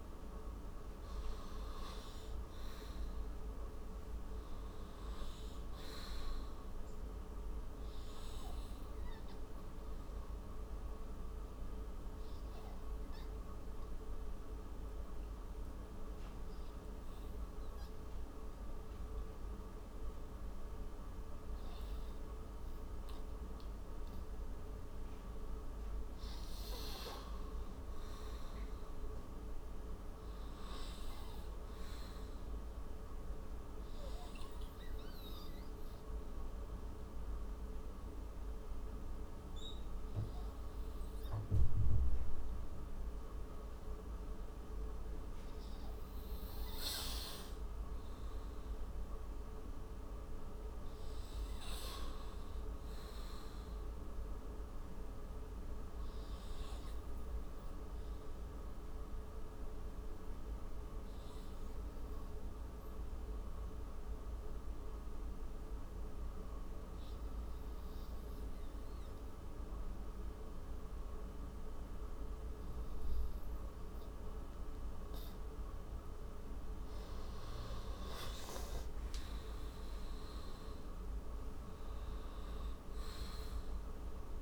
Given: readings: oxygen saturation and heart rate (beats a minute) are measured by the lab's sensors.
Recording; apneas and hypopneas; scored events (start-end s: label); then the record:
breathing in sleep, hard to hear, by a room microphone; 2
0.00-2.50 s: arousal
14.00-24.50 s: hypopnea (oxygen 98% before, 90% lowest)
16.50-25.50 s: oxygen desaturation (device-marked, oxygen 94% before, 90% lowest)
25.00-28.50 s: arousal
33.50-42.50 s: oxygen desaturation (device-marked, oxygen 96% before, 93% lowest)
55.50-59.00 s: arousal
62.00-74.00 s: hypopnea (oxygen 98% before, 91% lowest)
76.00-79.00 s: arousal
82.50-84.41 s: oxygen desaturation (device-marked, oxygen 97% before, 93% lowest)
From the record:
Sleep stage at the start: N2 (light sleep); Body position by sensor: on the right side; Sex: male